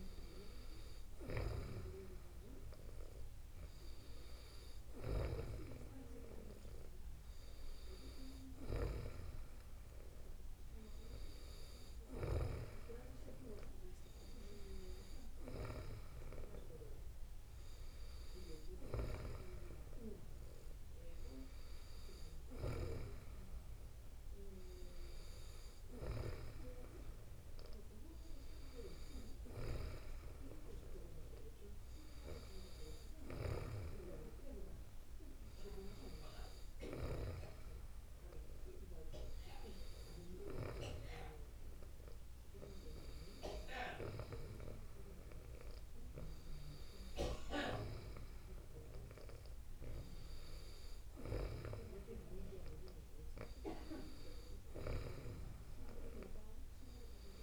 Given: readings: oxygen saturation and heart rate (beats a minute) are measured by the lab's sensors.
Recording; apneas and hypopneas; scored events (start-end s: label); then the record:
breathing in sleep by a room microphone; none
none scored
From the record:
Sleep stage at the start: N2 (light sleep); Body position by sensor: on the back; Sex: female